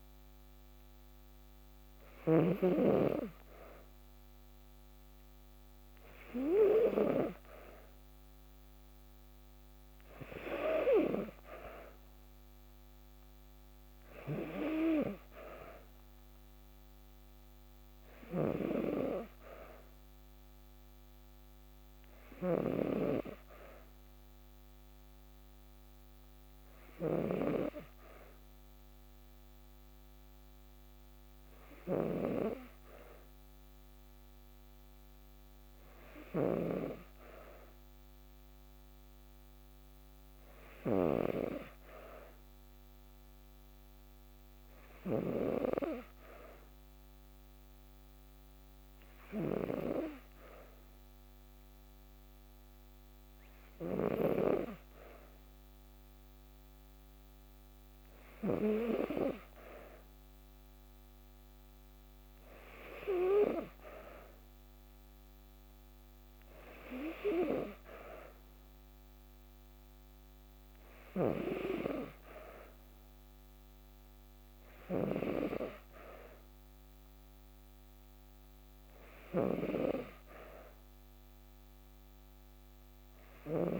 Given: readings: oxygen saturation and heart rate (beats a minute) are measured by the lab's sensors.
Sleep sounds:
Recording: breathing in sleep by a microphone on the trachea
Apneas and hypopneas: none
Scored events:
0.00-2.00 s: snoring (device-marked)
17.50-22.00 s: snoring (device-marked)
35.50-40.50 s: snoring (device-marked)
From the record:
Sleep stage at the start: N2 (light sleep)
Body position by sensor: on the back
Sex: female

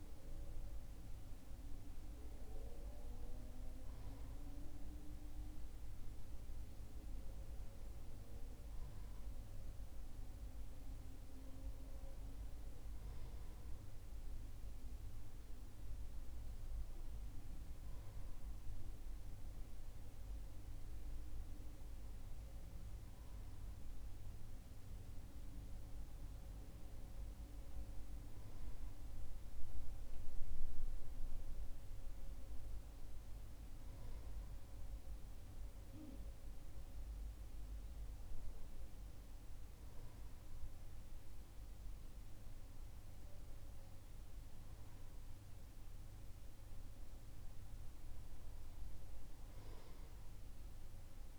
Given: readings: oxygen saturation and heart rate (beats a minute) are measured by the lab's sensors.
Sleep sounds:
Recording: breathing in sleep, hard to hear, by a room microphone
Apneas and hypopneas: none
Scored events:
none scored
From the record:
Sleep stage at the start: N2 (light sleep)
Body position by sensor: on the right side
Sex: male

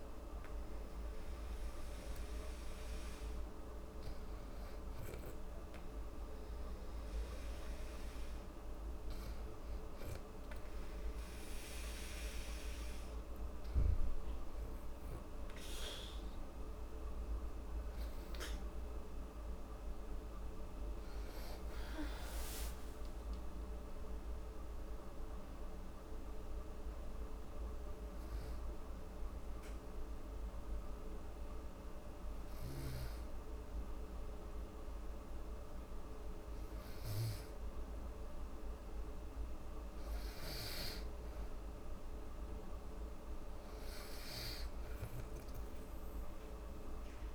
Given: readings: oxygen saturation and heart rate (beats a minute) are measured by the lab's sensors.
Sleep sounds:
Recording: breathing in sleep, hard to hear, by a room microphone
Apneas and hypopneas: 1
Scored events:
21.00-25.00 s: arousal
27.50-40.00 s: obstructive apnea (oxygen 96% before, 93% lowest, heart rate 73 before, 68 extreme, up 4 after)
42.50-45.00 s: arousal
From the record:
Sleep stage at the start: N2 (light sleep)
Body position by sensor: on the back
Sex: female

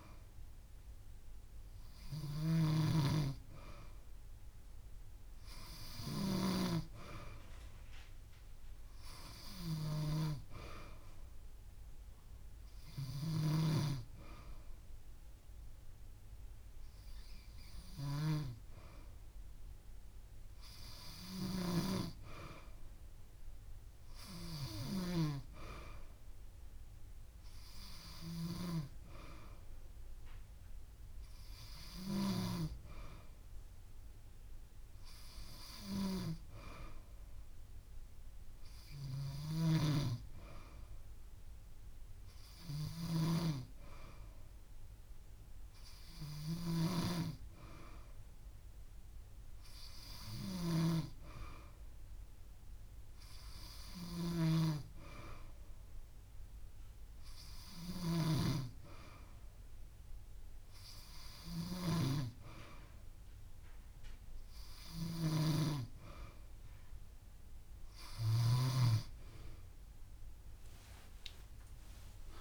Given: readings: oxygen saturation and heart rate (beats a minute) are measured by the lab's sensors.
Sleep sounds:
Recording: breathing in sleep by a room microphone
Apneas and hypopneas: none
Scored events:
17.00-19.00 s: long interval between heartbeats (device-marked)
22.50-24.50 s: long interval between heartbeats (device-marked)
33.50-35.50 s: long interval between heartbeats (device-marked)
38.50-40.50 s: long interval between heartbeats (device-marked)
40.00-42.00 s: drop in pulse transit time (device-marked)
48.50-50.50 s: long interval between heartbeats (device-marked)
68.00-72.41 s: drop in pulse transit time (device-marked)
70.50-72.41 s: arousal
From the record:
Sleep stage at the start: N2 (light sleep)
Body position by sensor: on the back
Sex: female

